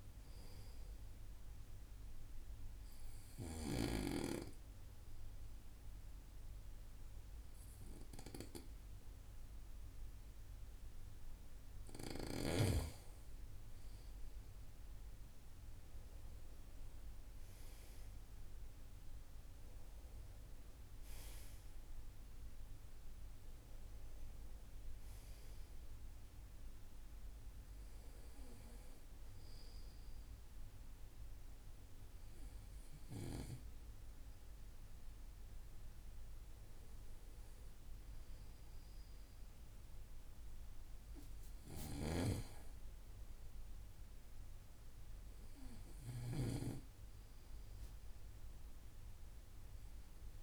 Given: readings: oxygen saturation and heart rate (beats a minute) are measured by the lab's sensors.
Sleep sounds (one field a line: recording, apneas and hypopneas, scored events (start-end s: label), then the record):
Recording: breathing in sleep by a room microphone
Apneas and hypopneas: 1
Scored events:
1.50-12.50 s: obstructive apnea (oxygen 94% before, 92% lowest, heart rate 60 before, 55 extreme, up 5 after)
14.50-19.50 s: arousal
49.00-50.43 s: arousal
From the record:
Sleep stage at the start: N2 (light sleep)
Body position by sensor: on the right side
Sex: male